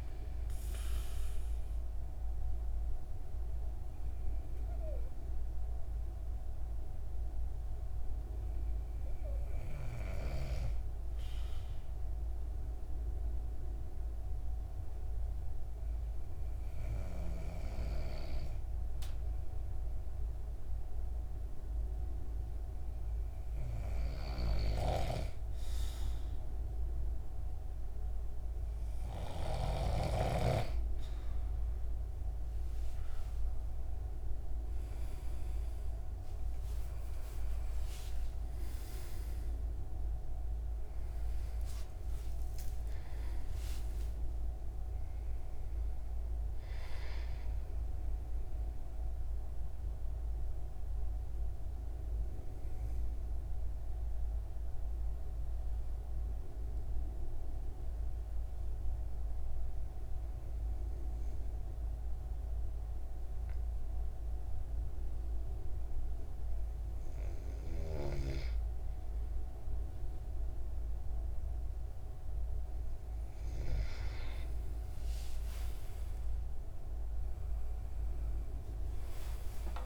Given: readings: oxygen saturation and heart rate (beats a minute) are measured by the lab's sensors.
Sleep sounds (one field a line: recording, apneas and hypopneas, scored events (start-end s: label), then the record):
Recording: breathing in sleep by a room microphone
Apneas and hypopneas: 2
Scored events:
1.50-28.50 s: hypopnea (oxygen 97% before, 93% lowest, heart rate 86 before, 68 extreme, up 28 after)
32.00-38.00 s: arousal
48.50-67.00 s: obstructive apnea (oxygen 97% before, 93% lowest, heart rate 84 before, 71 extreme, up 10 after)
75.00-79.86 s: arousal
75.00-79.86 s: oxygen desaturation (device-marked, oxygen 97% before, 93% lowest, heart rate 77 before, 66 extreme)
From the record:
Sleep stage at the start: N2 (light sleep)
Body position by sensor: on the back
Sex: male